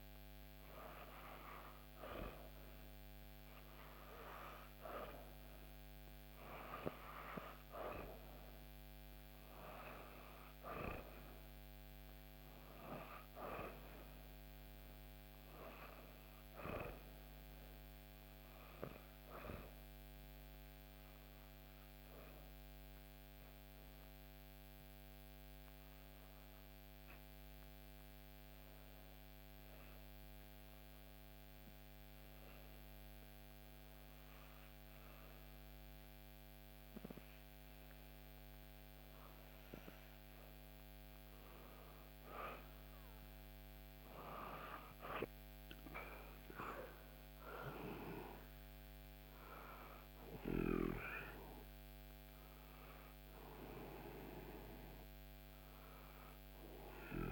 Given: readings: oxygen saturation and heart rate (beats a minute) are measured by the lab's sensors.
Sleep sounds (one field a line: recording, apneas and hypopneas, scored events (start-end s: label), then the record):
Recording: breathing in sleep by a microphone on the trachea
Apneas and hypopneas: 1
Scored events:
0.00-3.00 s: arousal
0.00-21.00 s: oxygen desaturation (device-marked, oxygen 91% lowest, heart rate 62 extreme)
20.50-39.00 s: obstructive apnea (oxygen 95% before, 87% lowest, heart rate 64 before, 64 extreme, up 5 after)
42.00-57.32 s: oxygen desaturation (device-marked, oxygen 94% before, 87% lowest, heart rate 65 before, 67 extreme)
43.50-47.00 s: arousal
From the record:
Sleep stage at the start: REM sleep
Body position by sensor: on the back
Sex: female